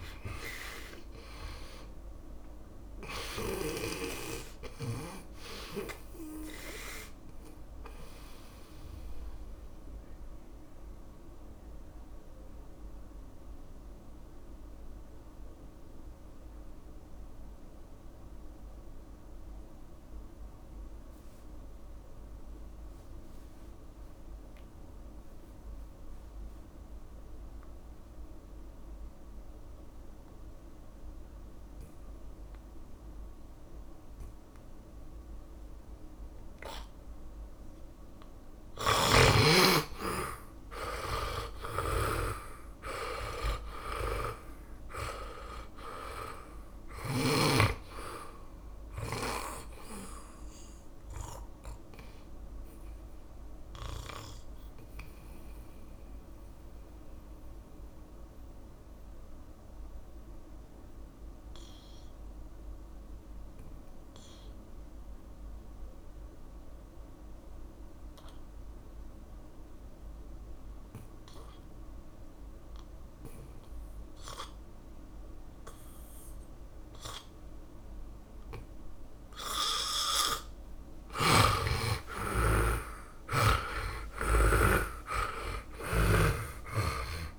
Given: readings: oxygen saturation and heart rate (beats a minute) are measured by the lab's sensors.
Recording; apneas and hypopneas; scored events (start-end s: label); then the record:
breathing in sleep by a room microphone; 2
0.00-1.50 s: arousal
6.00-25.00 s: oxygen desaturation (device-marked, oxygen 95% before, 79% lowest, heart rate 68 before, 50 extreme)
7.50-37.50 s: mixed apnea (oxygen 100% before, 79% lowest, heart rate 70 before, 50 extreme, up 6 after)
39.50-43.50 s: arousal
44.00-68.00 s: oxygen desaturation (device-marked, oxygen 99% before, 80% lowest, heart rate 57 before, 51 extreme)
52.50-80.50 s: mixed apnea (oxygen 99% before, 80% lowest, heart rate 58 before, 51 extreme, up 23 after)
76.00-81.00 s: oxygen desaturation (device-marked, oxygen 100% before, 95% lowest, heart rate 63 before, 52 extreme)
81.50-85.00 s: snoring (device-marked)
83.00-86.50 s: arousal
From the record:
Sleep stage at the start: N2 (light sleep); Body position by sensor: on the back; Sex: male